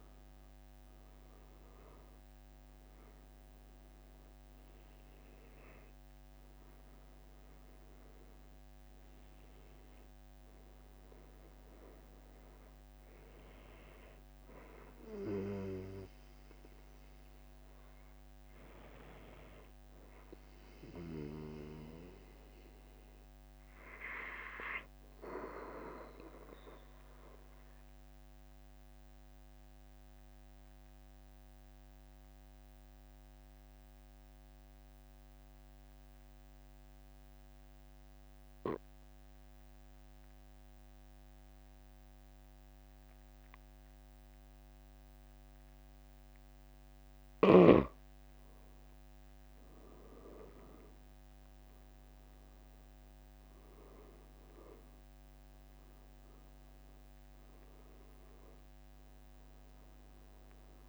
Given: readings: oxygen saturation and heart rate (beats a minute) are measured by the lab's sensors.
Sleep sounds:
breathing in sleep by a microphone on the trachea; 1
0.00-4.00 s: arousal
1.00-3.00 s: long interval between heartbeats (device-marked, heart rate 45 before, 47 extreme)
27.00-48.50 s: mixed apnea (oxygen 96% before, 92% lowest, heart rate 43 before, 42 extreme, up 3 after)
50.00-56.00 s: arousal
From the record:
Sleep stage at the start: N2 (light sleep); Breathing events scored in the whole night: 240 in 4.3 hours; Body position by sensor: on the back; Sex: male

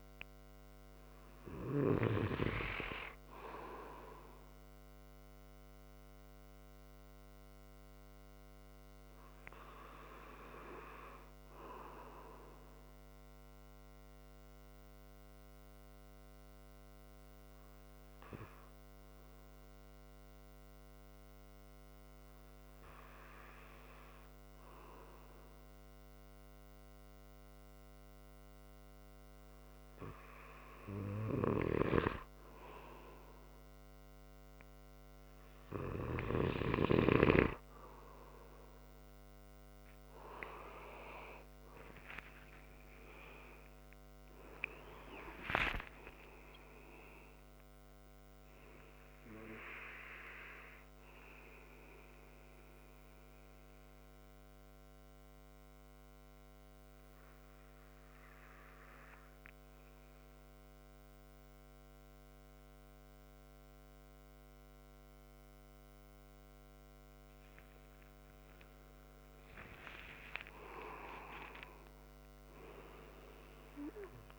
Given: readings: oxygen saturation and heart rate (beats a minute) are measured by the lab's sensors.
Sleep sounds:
breathing in sleep by a microphone on the trachea; 2
13.50-28.50 s: hypopnea (oxygen 96% before, 93% lowest)
41.00-45.50 s: arousal
53.00-66.50 s: hypopnea (oxygen 97% before, 93% lowest)
68.00-72.50 s: arousal
From the record:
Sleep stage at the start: N2 (light sleep); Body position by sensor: on the right side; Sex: male

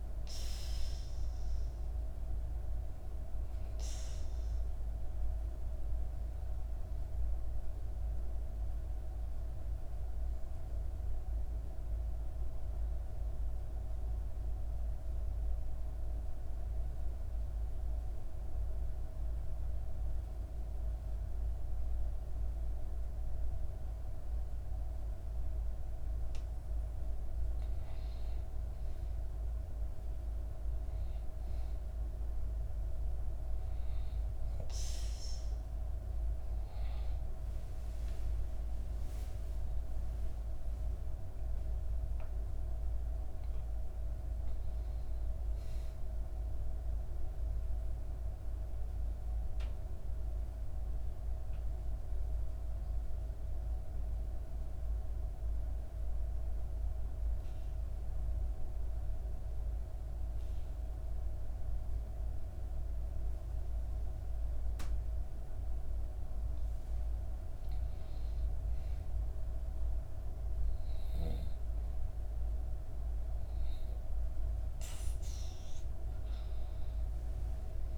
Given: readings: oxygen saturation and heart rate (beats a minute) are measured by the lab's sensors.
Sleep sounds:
breathing in sleep, hard to hear, by a room microphone; 2
0.00-14.00 s: oxygen desaturation (device-marked, oxygen 90% lowest, heart rate 58 extreme)
9.50-26.00 s: obstructive apnea (oxygen 98% before, 91% lowest, heart rate 62 before, 58 extreme, up 5 after)
28.50-31.50 s: arousal
29.00-50.00 s: oxygen desaturation (device-marked, oxygen 97% before, 91% lowest, heart rate 59 before, 59 extreme)
53.00-66.50 s: obstructive apnea (oxygen 96% before, 86% lowest, heart rate 64 before, 59 extreme, up 4 after)
68.00-72.00 s: arousal
68.00-77.98 s: oxygen desaturation (device-marked, oxygen 96% before, 91% lowest, heart rate 60 before, 59 extreme)
From the record:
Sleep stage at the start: N2 (light sleep); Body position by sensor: on the back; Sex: female

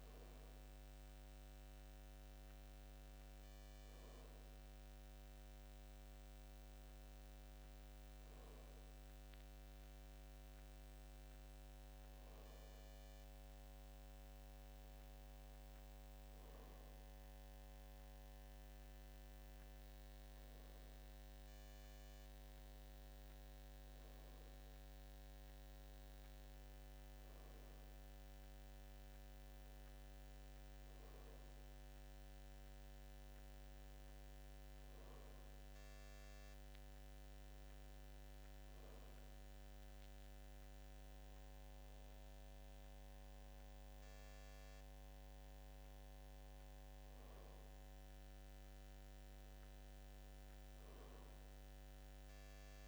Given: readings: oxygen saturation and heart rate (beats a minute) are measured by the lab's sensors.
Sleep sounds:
breathing in sleep, hard to hear, by a microphone on the trachea; none
48.00-50.00 s: long interval between heartbeats (device-marked, heart rate 83 before, 80 extreme)
From the record:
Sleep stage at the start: N2 (light sleep); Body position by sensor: on the back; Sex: male

